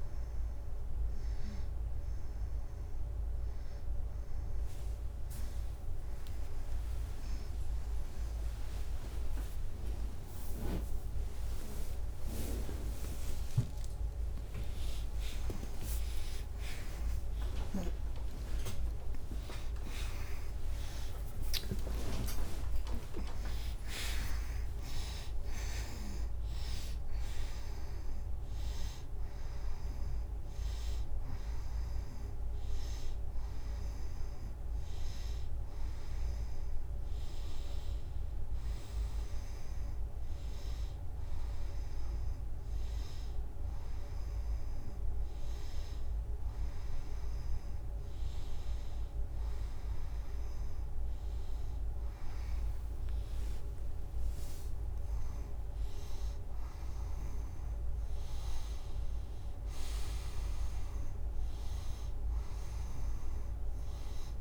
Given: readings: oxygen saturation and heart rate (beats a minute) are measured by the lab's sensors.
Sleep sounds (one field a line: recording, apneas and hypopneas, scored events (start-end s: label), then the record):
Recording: a person awake in a sleep study, by a room microphone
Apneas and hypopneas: none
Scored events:
8.00-64.41 s: new sleep stage, awake
23.00-27.00 s: bradycardia (device-marked, heart rate 96 before, 57 extreme)
From the record:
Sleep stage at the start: N1 (lightest sleep)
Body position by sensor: on the right side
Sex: female